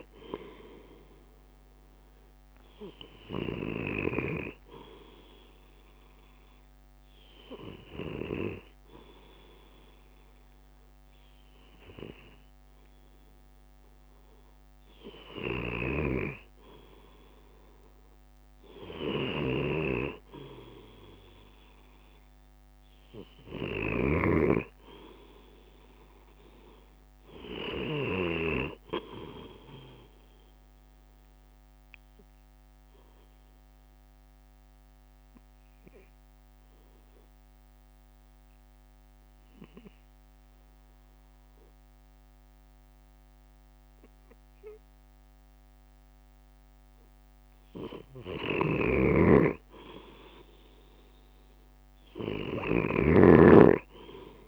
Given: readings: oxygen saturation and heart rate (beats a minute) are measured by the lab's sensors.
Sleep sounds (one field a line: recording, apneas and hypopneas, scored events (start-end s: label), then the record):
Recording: breathing in sleep by a microphone on the trachea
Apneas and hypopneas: 1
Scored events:
0.00-1.50 s: oxygen desaturation (device-marked, oxygen 93% lowest, heart rate 54 extreme)
0.00-5.50 s: drop in pulse transit time (device-marked, heart rate 57 extreme)
21.50-35.50 s: drop in pulse transit time (device-marked, heart rate 57 before, 55 extreme)
24.00-27.00 s: arousal
30.00-48.50 s: obstructive apnea (oxygen 97% before, 93% lowest, heart rate 57 before, 53 extreme, up 9 after)
52.50-54.48 s: arousal
From the record:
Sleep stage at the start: N2 (light sleep)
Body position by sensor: on the left side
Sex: male